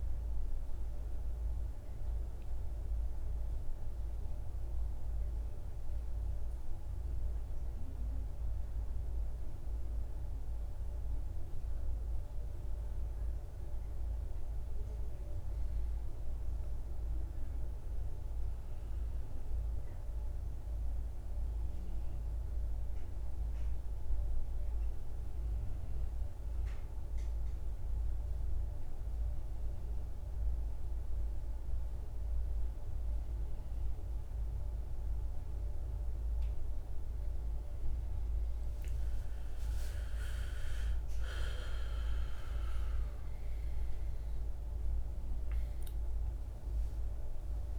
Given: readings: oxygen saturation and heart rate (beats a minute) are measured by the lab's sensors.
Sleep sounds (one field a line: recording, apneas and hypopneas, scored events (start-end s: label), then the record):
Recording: breathing in sleep, hard to hear, by a room microphone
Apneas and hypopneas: 2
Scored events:
0.00-11.50 s: oxygen desaturation (device-marked, oxygen 90% lowest, heart rate 56 extreme)
4.00-14.50 s: central apnea (oxygen 97% before, 90% lowest, heart rate 62 before, 56 extreme, up 6 after)
19.00-22.50 s: arousal
24.50-35.50 s: oxygen desaturation (device-marked, oxygen 97% before, 93% lowest, heart rate 59 before, 60 extreme)
27.00-37.00 s: central apnea (oxygen 97% before, 90% lowest, heart rate 59 before, 60 extreme, up 8 after)
38.50-44.00 s: arousal
From the record:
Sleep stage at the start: N2 (light sleep)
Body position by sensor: on the back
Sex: male